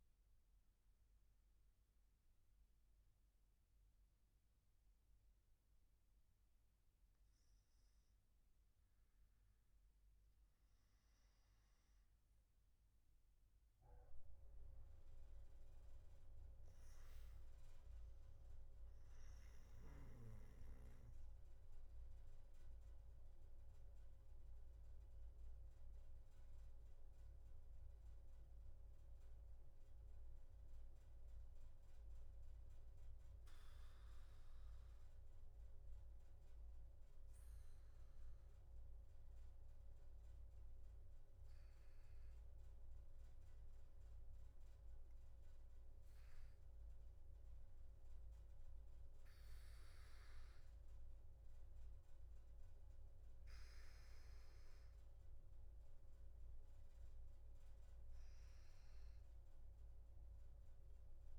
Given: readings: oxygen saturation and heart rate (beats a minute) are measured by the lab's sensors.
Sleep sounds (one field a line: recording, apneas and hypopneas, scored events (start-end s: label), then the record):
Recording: breathing in sleep, hard to hear, by a room microphone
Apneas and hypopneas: none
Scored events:
0.00-8.50 s: oxygen desaturation (device-marked, oxygen 94% lowest, heart rate 56 extreme)
19.50-38.50 s: oxygen desaturation (device-marked, oxygen 98% before, 94% lowest, heart rate 106 before, 56 extreme)
From the record:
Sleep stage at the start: N2 (light sleep)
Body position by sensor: on the back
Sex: male